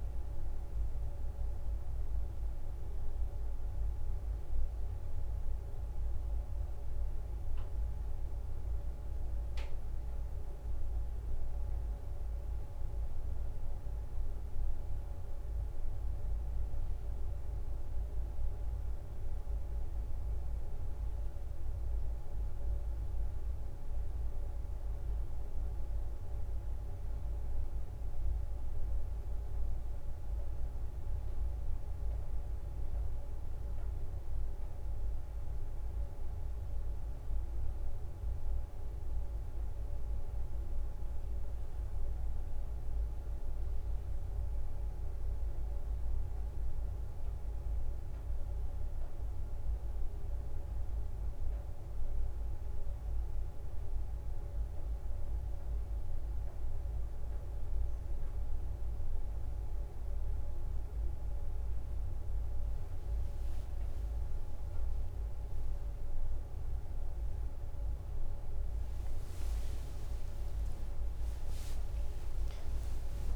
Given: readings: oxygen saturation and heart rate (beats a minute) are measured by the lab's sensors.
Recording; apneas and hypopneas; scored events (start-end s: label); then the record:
a person awake in a sleep study, hard to hear, by a room microphone; none
0.00-2.50 s: leg movement (device-marked)
6.00-12.50 s: leg movement (device-marked)
17.00-25.50 s: leg movement (device-marked)
63.00-68.00 s: leg movement (device-marked)
71.50-73.36 s: drop in pulse transit time (device-marked, heart rate 66 before, 69 extreme)
From the record:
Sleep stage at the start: awake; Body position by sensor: on the right side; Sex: female